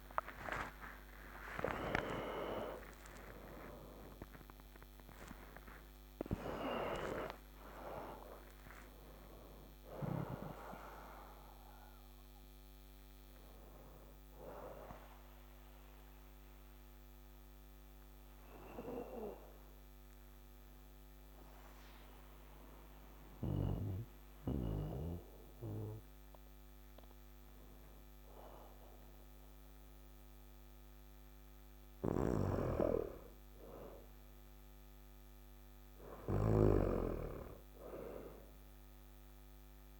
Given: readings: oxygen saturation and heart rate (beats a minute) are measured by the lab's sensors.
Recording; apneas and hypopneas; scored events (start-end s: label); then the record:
a person partly awake in a sleep study, by a microphone on the trachea; 1
0.00-21.50 s: oxygen desaturation (device-marked, oxygen 89% lowest, heart rate 55 extreme)
14.50-40.00 s: new sleep stage, N2 (light sleep)
15.00-31.00 s: obstructive apnea (oxygen 97% before, 89% lowest, heart rate 83 before, 55 extreme, up 5 after)
31.50-36.00 s: snoring (device-marked)
33.00-37.50 s: arousal
From the record:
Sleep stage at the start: awake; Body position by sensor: on the back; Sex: male